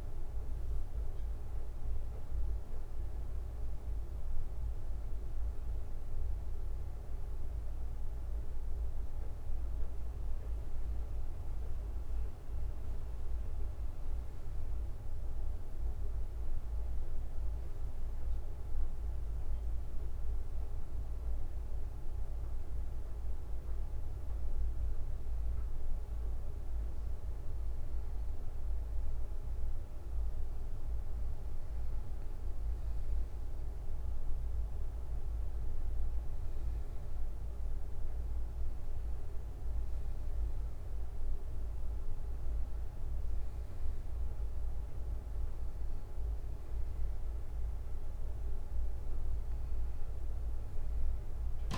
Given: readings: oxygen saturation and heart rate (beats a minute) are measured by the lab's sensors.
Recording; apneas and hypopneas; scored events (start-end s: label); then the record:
breathing in sleep, hard to hear, by a room microphone; none
5.00-8.00 s: bradycardia (device-marked, heart rate 64 before, 60 extreme)
20.00-27.00 s: bradycardia (device-marked, heart rate 64 before, 58 extreme)
From the record:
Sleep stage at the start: N1 (lightest sleep); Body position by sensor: on the back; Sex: male